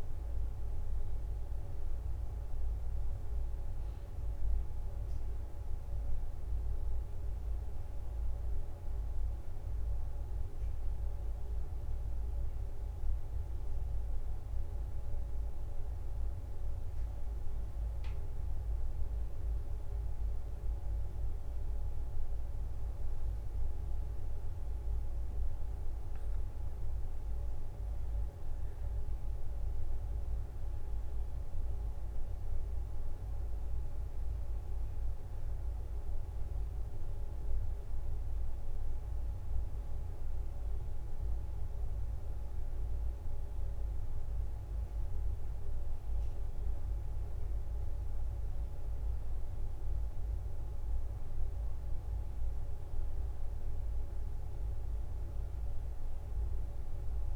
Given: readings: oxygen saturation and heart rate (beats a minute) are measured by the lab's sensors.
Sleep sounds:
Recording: breathing in sleep, hard to hear, by a room microphone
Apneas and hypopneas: none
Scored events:
0.00-6.50 s: leg movement (device-marked)
24.50-29.00 s: arousal
From the record:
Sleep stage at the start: N2 (light sleep)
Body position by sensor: on the back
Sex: female

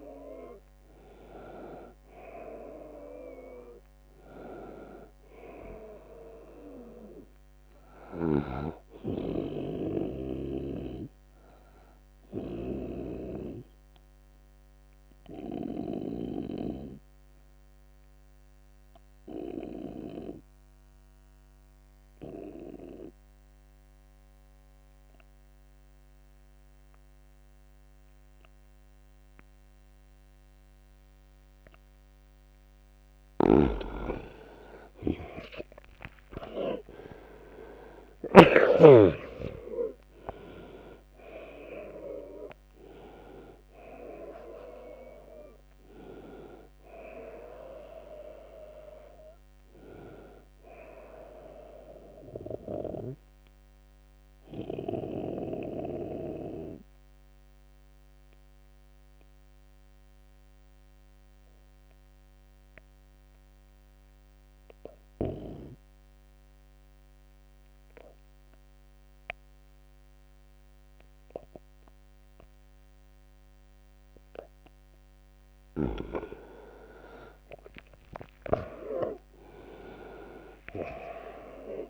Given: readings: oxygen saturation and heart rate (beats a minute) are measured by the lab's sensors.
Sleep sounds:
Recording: breathing in sleep by a microphone on the trachea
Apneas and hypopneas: 2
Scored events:
0.00-16.50 s: oxygen desaturation (device-marked, oxygen 85% lowest, heart rate 69 extreme)
12.50-33.00 s: obstructive apnea (oxygen 97% before, 83% lowest, heart rate 79 before, 69 extreme, up 17 after)
33.00-38.50 s: snoring (device-marked)
33.50-62.50 s: oxygen desaturation (device-marked, oxygen 98% before, 83% lowest, heart rate 77 before, 66 extreme)
35.00-39.00 s: arousal
52.50-74.00 s: obstructive apnea (oxygen 98% before, 83% lowest, heart rate 84 before, 66 extreme, up 35 after)
74.50-81.90 s: oxygen desaturation (device-marked, oxygen 99% before, 84% lowest, heart rate 79 before, 73 extreme)
77.50-81.90 s: arousal
78.50-81.90 s: tachycardia (device-marked, heart rate 79 before, 108 extreme)
From the record:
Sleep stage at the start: N2 (light sleep)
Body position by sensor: on the right side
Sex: male

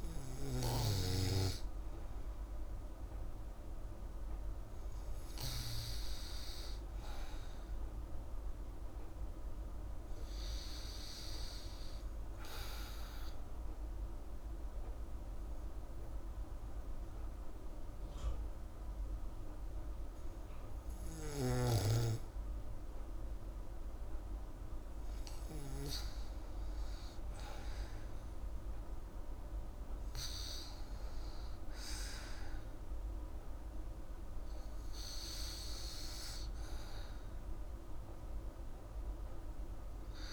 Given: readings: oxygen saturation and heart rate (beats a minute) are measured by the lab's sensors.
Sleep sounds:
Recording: breathing in sleep by a room microphone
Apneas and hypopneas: 1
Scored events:
0.00-1.50 s: snoring (device-marked)
0.00-16.50 s: oxygen desaturation (device-marked, oxygen 90% lowest)
12.50-23.00 s: obstructive apnea (oxygen 97% before, 93% lowest, heart rate 94 before, 64 extreme, up 43 after)
27.50-31.00 s: arousal
From the record:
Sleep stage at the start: N2 (light sleep)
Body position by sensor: on the back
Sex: female

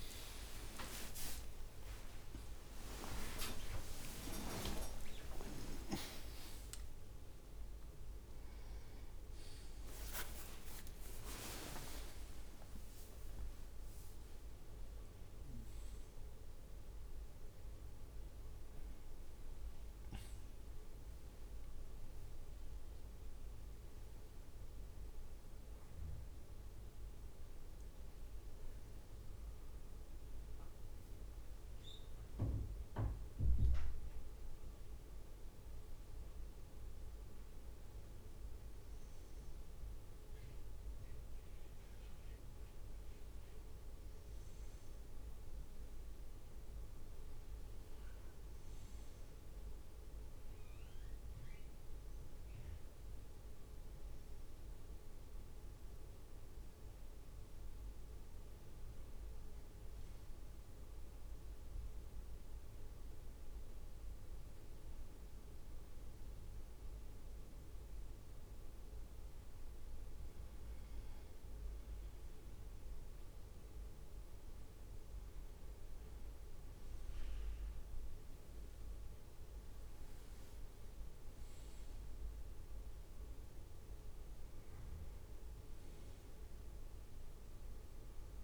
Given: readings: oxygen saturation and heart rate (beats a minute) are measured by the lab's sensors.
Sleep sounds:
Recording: a person awake in a sleep study, by a room microphone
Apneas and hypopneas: none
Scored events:
0.00-8.00 s: leg movement (device-marked)
1.00-61.00 s: new sleep stage, awake
4.50-6.50 s: long interval between heartbeats (device-marked, heart rate 57 before, 82 extreme)
12.50-15.00 s: leg movement (device-marked)
20.50-24.50 s: leg movement (device-marked)
30.50-31.50 s: leg movement (device-marked)
42.00-57.00 s: oxygen desaturation (device-marked, oxygen 100% before, 96% lowest, heart rate 55 before, 54 extreme)
44.50-49.00 s: leg movement (device-marked)
61.00-88.43 s: new sleep stage, N1 (lightest sleep)
78.50-81.00 s: leg movement (device-marked)
From the record:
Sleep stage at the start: N1 (lightest sleep)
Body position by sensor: on the right side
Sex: male

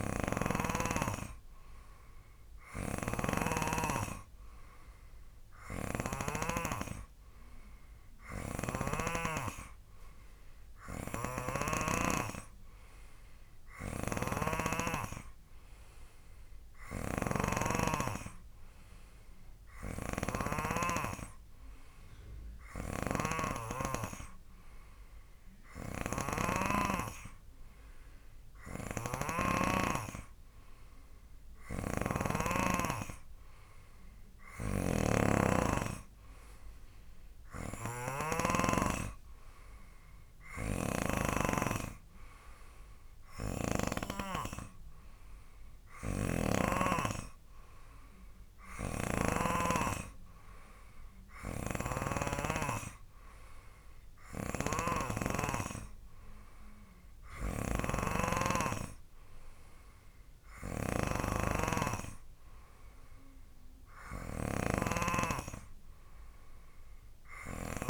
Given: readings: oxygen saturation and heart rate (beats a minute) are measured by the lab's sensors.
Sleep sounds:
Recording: breathing in sleep by a room microphone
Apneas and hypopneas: none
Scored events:
0.00-1.00 s: snoring (device-marked)
3.00-6.50 s: snoring (device-marked)
8.50-15.00 s: snoring (device-marked)
17.00-21.00 s: snoring (device-marked)
23.00-27.00 s: snoring (device-marked)
29.00-41.50 s: snoring (device-marked)
46.00-49.50 s: snoring (device-marked)
51.50-67.90 s: snoring (device-marked)
From the record:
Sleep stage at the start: N3 (deep sleep)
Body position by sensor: on the right side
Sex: male

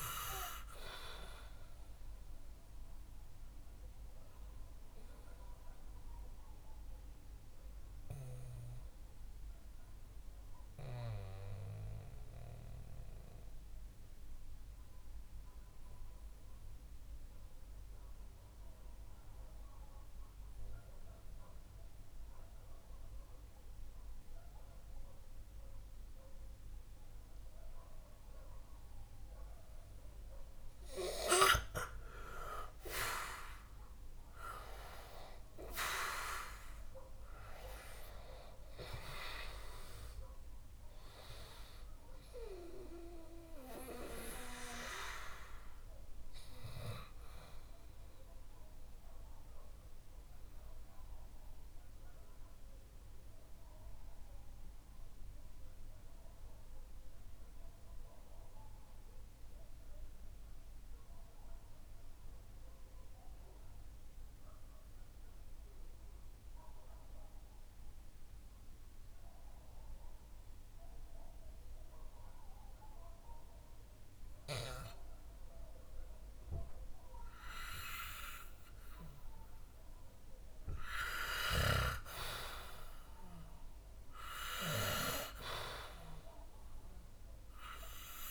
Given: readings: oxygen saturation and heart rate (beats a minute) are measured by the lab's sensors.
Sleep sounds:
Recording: breathing in sleep by a room microphone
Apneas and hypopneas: 2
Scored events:
0.00-20.00 s: oxygen desaturation (device-marked, oxygen 91% lowest, heart rate 62 extreme)
4.00-28.50 s: obstructive apnea (oxygen 95% before, 89% lowest, heart rate 66 before, 58 extreme, up 4 after)
30.00-63.00 s: oxygen desaturation (device-marked, oxygen 98% before, 89% lowest, heart rate 64 before, 57 extreme)
33.50-37.50 s: arousal
47.00-79.00 s: mixed apnea (oxygen 98% before, 89% lowest, heart rate 65 before, 57 extreme, up 1 after)
81.00-84.50 s: arousal
82.00-88.31 s: oxygen desaturation (device-marked, oxygen 97% before, 91% lowest, heart rate 63 before, 57 extreme)
From the record:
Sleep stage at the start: N2 (light sleep)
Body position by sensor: on the back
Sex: male

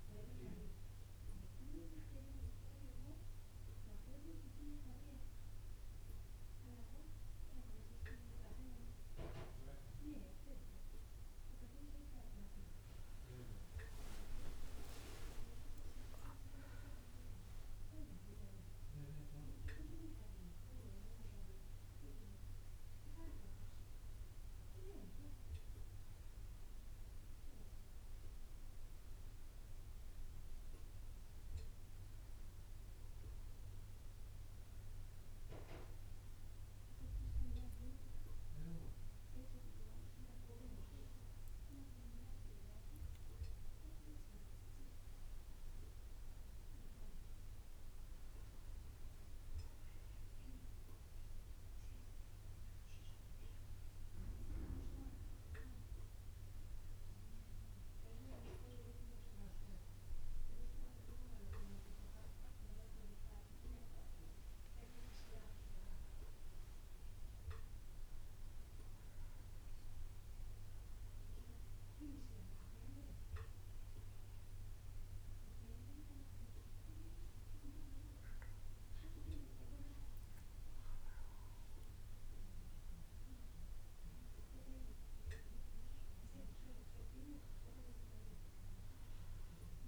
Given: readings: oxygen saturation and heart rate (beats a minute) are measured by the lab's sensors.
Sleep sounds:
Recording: a person awake in a sleep study, by a room microphone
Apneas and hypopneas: none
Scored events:
74.50-89.88 s: new sleep stage, N1 (lightest sleep)
From the record:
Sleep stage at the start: awake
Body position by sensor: on the back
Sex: male

